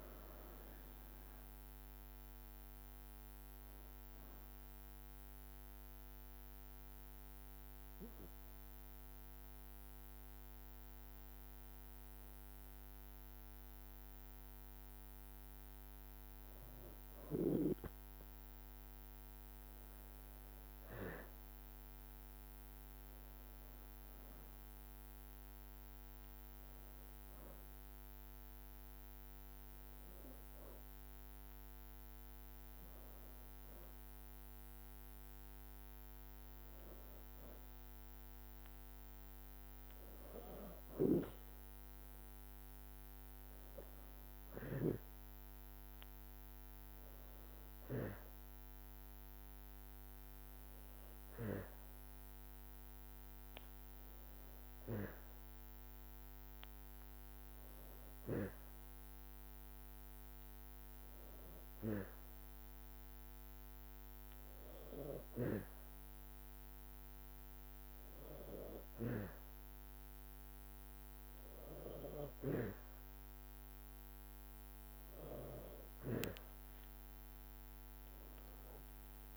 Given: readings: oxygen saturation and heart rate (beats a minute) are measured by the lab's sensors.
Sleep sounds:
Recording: breathing in sleep by a microphone on the trachea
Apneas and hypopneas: 2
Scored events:
0.00-3.00 s: arousal
0.00-13.50 s: drop in pulse transit time (device-marked, heart rate 56 extreme)
5.50-16.50 s: hypopnea (oxygen 95% before, 94% lowest, heart rate 61 before, 56 extreme, up 3 after)
19.00-22.50 s: arousal
56.00-70.00 s: hypopnea (oxygen 98% before, 94% lowest, heart rate 59 before, 59 extreme, up 2 after)
77.50-79.37 s: arousal
From the record:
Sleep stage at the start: N2 (light sleep)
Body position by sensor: on the back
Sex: female

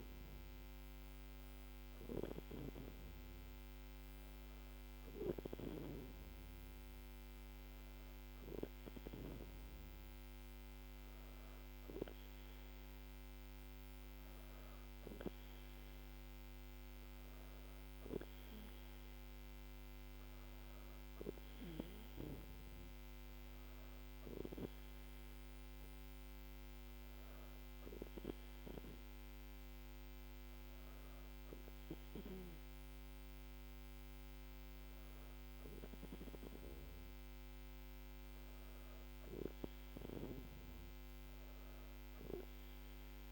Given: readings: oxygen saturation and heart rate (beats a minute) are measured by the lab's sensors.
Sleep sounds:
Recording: breathing in sleep by a microphone on the trachea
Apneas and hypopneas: none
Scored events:
none scored
From the record:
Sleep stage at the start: N2 (light sleep)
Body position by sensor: on the back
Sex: female

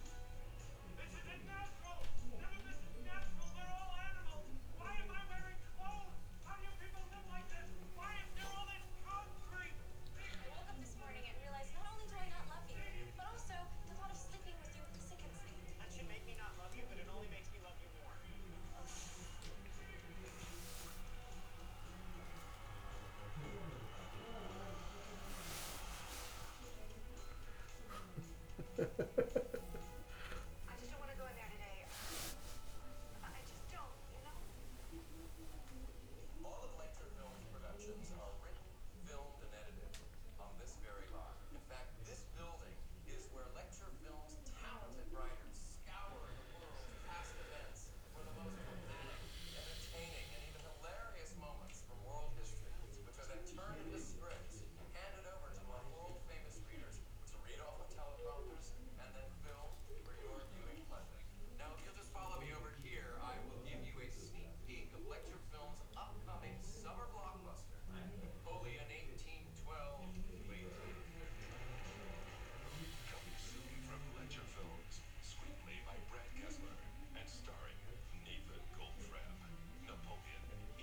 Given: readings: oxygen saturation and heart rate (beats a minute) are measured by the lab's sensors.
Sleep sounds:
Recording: a person awake in a sleep study, by a room microphone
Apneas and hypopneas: none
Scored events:
47.50-80.83 s: new sleep stage, N2 (light sleep)
51.50-61.50 s: oxygen desaturation (device-marked, oxygen 96% before, 93% lowest, heart rate 93 before, 79 extreme)
From the record:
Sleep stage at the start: awake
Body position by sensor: on the back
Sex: male

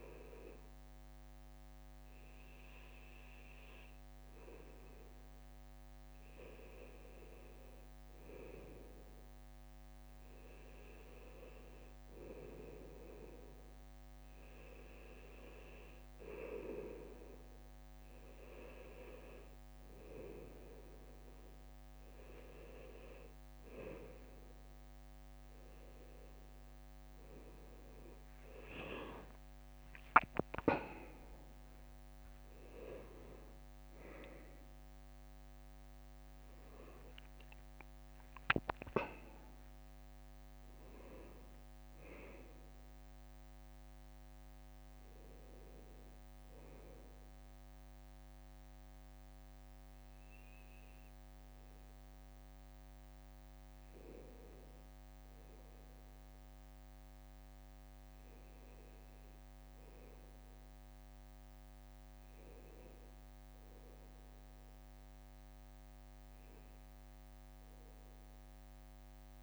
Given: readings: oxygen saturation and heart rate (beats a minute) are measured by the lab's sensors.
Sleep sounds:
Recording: breathing in sleep by a microphone on the trachea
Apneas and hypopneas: none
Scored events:
2.00-23.00 s: bradycardia (device-marked, heart rate 59 before, 58 extreme)
4.50-8.00 s: arousal
33.00-37.00 s: arousal
44.00-69.43 s: bradycardia (device-marked, heart rate 59 before, 57 extreme)
From the record:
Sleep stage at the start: N2 (light sleep)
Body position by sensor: on the back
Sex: male

